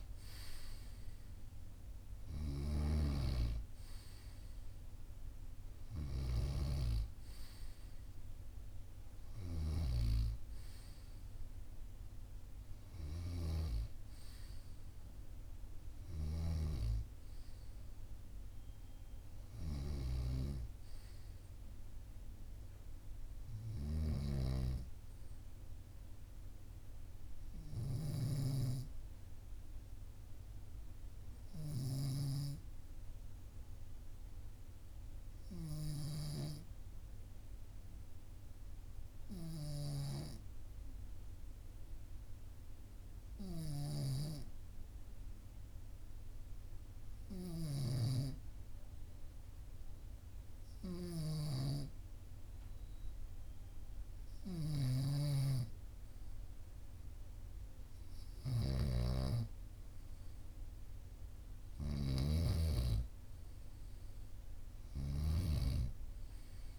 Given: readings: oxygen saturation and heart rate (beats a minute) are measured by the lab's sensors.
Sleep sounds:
breathing in sleep by a room microphone; 1
2.50-6.50 s: snoring (device-marked)
13.00-16.50 s: snoring (device-marked)
22.50-26.00 s: arousal
24.00-28.50 s: snoring (device-marked)
31.00-53.50 s: obstructive apnea (oxygen 98% before, 95% lowest, heart rate 45 before, 44 extreme, up 1 after)
54.50-65.50 s: snoring (device-marked)
56.00-59.50 s: arousal
From the record:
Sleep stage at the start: N2 (light sleep); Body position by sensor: on the right side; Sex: male

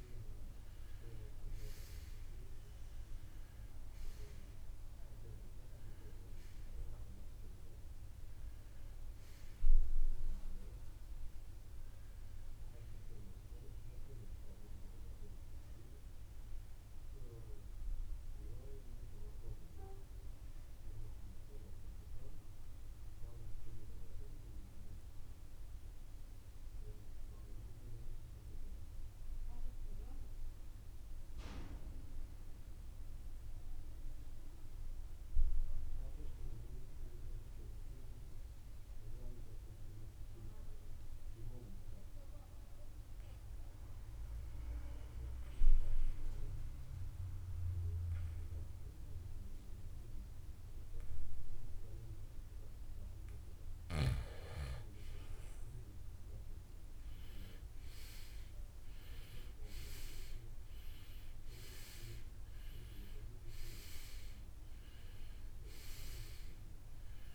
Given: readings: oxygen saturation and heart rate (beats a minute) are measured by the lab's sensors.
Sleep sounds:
breathing in sleep by a room microphone; 1
0.00-37.00 s: oxygen desaturation (device-marked, oxygen 82% lowest, heart rate 49 extreme)
17.50-53.00 s: mixed apnea (oxygen 95% before, 82% lowest, heart rate 81 before, 49 extreme, up 20 after)
55.00-59.50 s: arousal
59.00-67.35 s: oxygen desaturation (device-marked, oxygen 97% before, 82% lowest, heart rate 59 before, 59 extreme)
From the record:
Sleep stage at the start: REM sleep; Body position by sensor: on the right side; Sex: male

